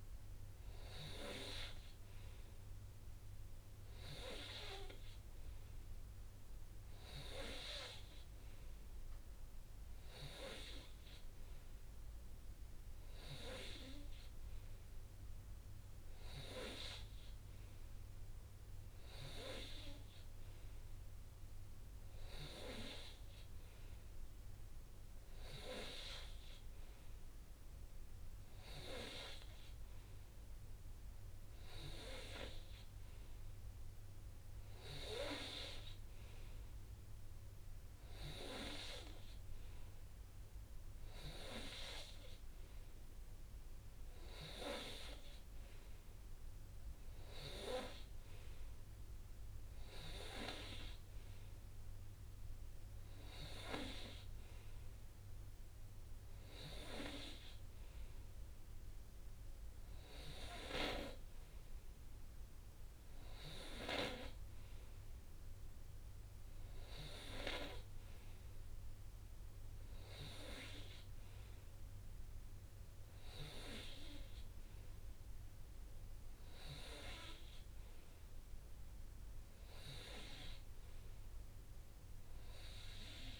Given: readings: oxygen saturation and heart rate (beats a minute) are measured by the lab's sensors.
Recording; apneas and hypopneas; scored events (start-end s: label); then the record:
breathing in sleep by a room microphone; none
6.50-8.50 s: long interval between heartbeats (device-marked, heart rate 62 before, 70 extreme)
63.50-65.50 s: long interval between heartbeats (device-marked, heart rate 61 before, 71 extreme)
71.50-73.50 s: long interval between heartbeats (device-marked, heart rate 64 before, 69 extreme)
From the record:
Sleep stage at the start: N3 (deep sleep); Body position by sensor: on the right side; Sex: male